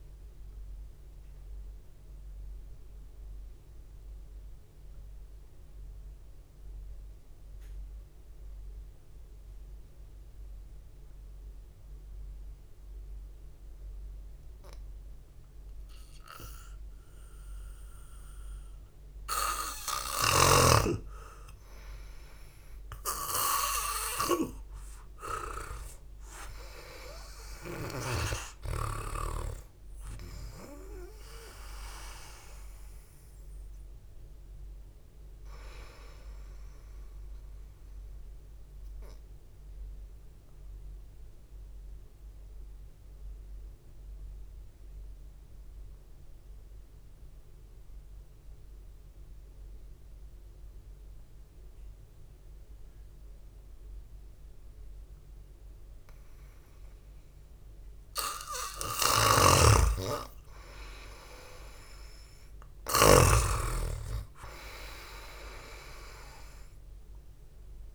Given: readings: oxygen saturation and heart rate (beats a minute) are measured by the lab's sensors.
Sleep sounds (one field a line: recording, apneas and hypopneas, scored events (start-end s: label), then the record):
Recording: breathing in sleep by a room microphone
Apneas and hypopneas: 2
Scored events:
0.00-22.00 s: oxygen desaturation (device-marked, oxygen 90% lowest, heart rate 52 extreme)
1.50-18.50 s: obstructive apnea (oxygen 98% before, 89% lowest, heart rate 63 before, 52 extreme)
22.00-27.00 s: arousal
38.00-57.50 s: obstructive apnea (oxygen 97% before, 89% lowest, heart rate 56 before, 53 extreme)
46.00-55.00 s: oxygen desaturation (device-marked, oxygen 93% before, 89% lowest, heart rate 59 before, 53 extreme)
59.50-63.50 s: snoring (device-marked)
60.00-63.00 s: arousal
From the record:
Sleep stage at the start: N2 (light sleep)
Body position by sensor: on the back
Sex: male